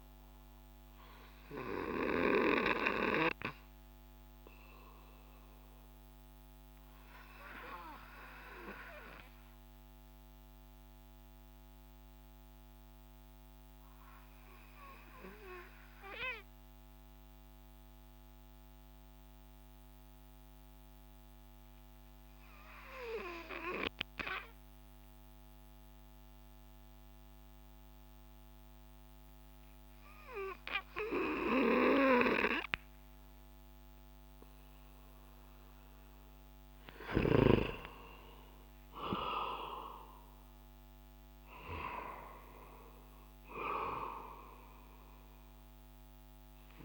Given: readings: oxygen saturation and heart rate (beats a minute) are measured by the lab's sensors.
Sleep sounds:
breathing in sleep by a microphone on the trachea; 1
1.50-37.00 s: obstructive apnea (oxygen 98% before, 91% lowest)
38.00-43.00 s: arousal
From the record:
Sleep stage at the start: N2 (light sleep); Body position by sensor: on the back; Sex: male

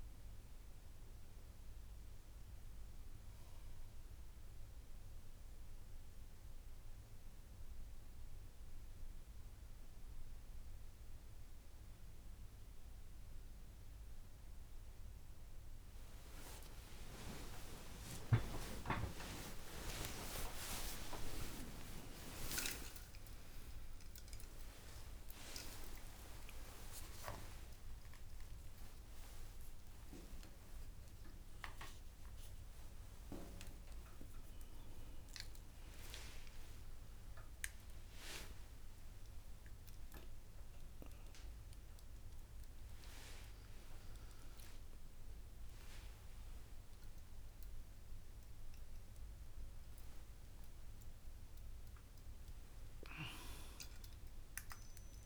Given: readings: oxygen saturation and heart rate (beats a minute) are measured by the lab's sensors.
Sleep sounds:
a person awake in a sleep study, by a room microphone; none
16.00-18.00 s: long interval between heartbeats (device-marked, heart rate 59 before, 71 extreme)
16.00-23.00 s: tachycardia (device-marked, heart rate 63 before, 135 extreme)
18.00-20.00 s: long interval between heartbeats (device-marked, heart rate 59 before, 87 extreme)
20.00-22.00 s: long interval between heartbeats (device-marked, heart rate 62 before, 121 extreme)
22.00-30.00 s: oxygen desaturation (device-marked, oxygen 99% before, 96% lowest, heart rate 68 before, 66 extreme)
22.50-24.50 s: long interval between heartbeats (device-marked, heart rate 68 before, 127 extreme)
24.00-30.00 s: tachycardia (device-marked, heart rate 64 before, 124 extreme)
27.00-29.00 s: long interval between heartbeats (device-marked, heart rate 84 before, 109 extreme)
38.00-40.00 s: long interval between heartbeats (device-marked, heart rate 105 before, 84 extreme)
From the record:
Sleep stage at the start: awake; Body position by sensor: on the back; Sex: female

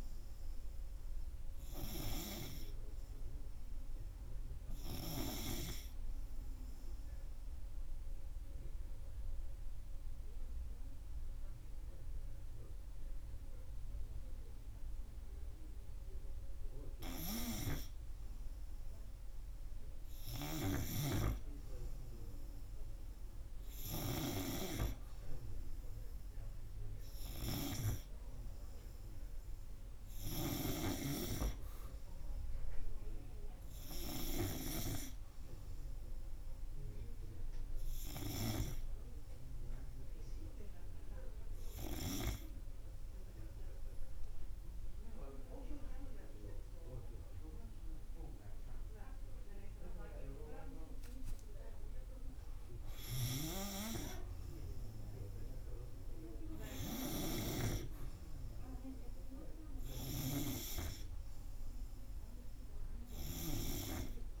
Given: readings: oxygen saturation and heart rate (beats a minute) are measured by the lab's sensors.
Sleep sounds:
breathing in sleep by a room microphone; 2
8.00-18.00 s: obstructive apnea (oxygen 98% before, 91% lowest, heart rate 84 before, 83 extreme, up 2 after)
10.50-23.50 s: oxygen desaturation (device-marked, oxygen 98% before, 94% lowest, heart rate 85 before, 83 extreme)
21.00-25.50 s: snoring (device-marked)
22.50-27.50 s: arousal
43.50-58.50 s: oxygen desaturation (device-marked, oxygen 95% before, 91% lowest, heart rate 86 before, 82 extreme)
44.50-54.50 s: obstructive apnea (oxygen 95% before, 90% lowest, heart rate 86 before, 82 extreme, up 3 after)
58.50-62.50 s: arousal
From the record:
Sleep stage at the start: N2 (light sleep); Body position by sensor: on the right side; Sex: male

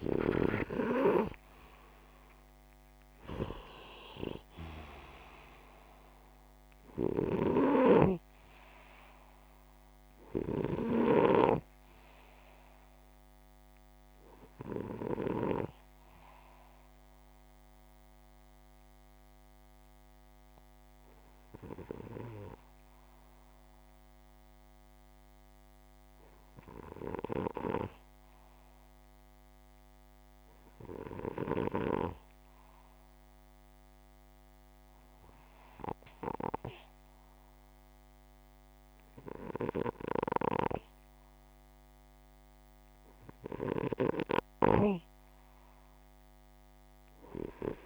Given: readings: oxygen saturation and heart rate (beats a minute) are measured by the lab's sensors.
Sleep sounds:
breathing in sleep by a microphone on the trachea; 1
18.00-39.00 s: hypopnea (oxygen 98% before, 92% lowest, heart rate 62 before, 54 extreme, up 3 after)
28.50-36.50 s: oxygen desaturation (device-marked, oxygen 98% before, 92% lowest, heart rate 61 before, 54 extreme)
41.50-44.50 s: arousal
From the record:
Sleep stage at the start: N2 (light sleep); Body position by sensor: upright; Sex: male

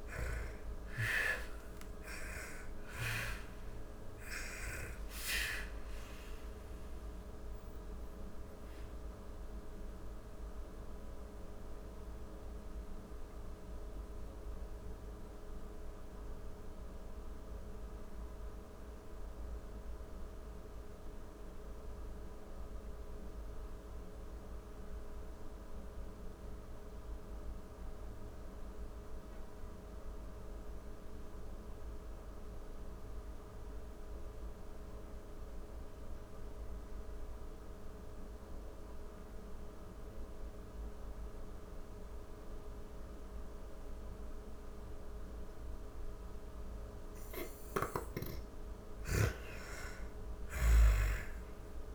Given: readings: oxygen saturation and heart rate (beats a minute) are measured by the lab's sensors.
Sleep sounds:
breathing in sleep by a room microphone; 1
0.00-25.00 s: oxygen desaturation (device-marked, oxygen 77% lowest, heart rate 43 extreme)
6.50-45.00 s: obstructive apnea (oxygen 98% before, 77% lowest, heart rate 104 before, 39 extreme, up 46 after)
38.00-51.94 s: oxygen desaturation (device-marked, oxygen 98% before, 79% lowest, heart rate 49 before, 39 extreme)
47.50-51.50 s: arousal
From the record:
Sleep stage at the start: N2 (light sleep); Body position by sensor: on the back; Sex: female

